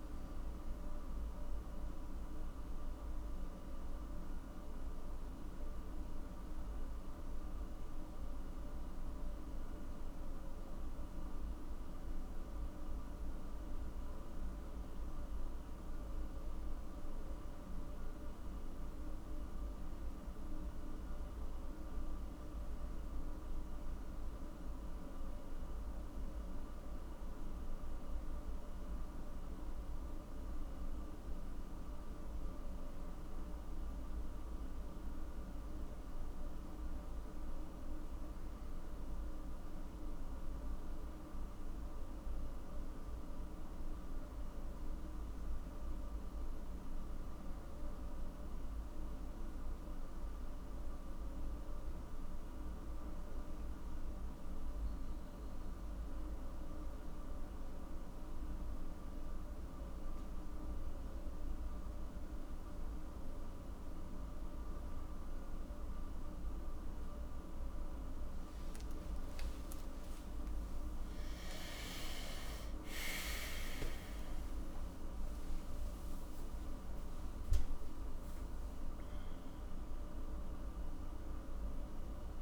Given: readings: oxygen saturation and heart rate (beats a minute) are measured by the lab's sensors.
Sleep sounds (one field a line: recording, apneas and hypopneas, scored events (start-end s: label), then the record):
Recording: breathing in sleep, hard to hear, by a room microphone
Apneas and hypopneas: none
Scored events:
10.00-70.00 s: new sleep stage, N1 (lightest sleep)
70.00-82.42 s: new sleep stage, awake
From the record:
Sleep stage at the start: N2 (light sleep)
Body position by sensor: on the back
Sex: male